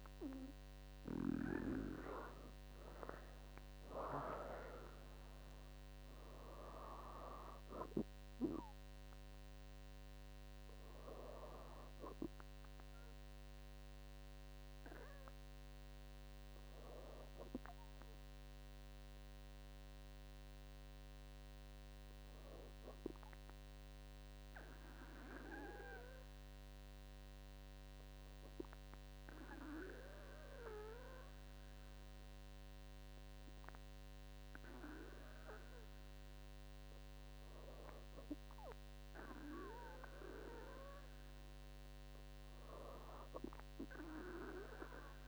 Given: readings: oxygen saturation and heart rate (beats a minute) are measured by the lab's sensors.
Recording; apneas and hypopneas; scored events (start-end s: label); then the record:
breathing in sleep by a microphone on the trachea; 1
24.50-38.00 s: obstructive apnea (oxygen 99% before, 97% lowest, heart rate 66 before, 58 extreme, up 1 after)
41.00-44.00 s: arousal
From the record:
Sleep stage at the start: N2 (light sleep); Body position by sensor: on the back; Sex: female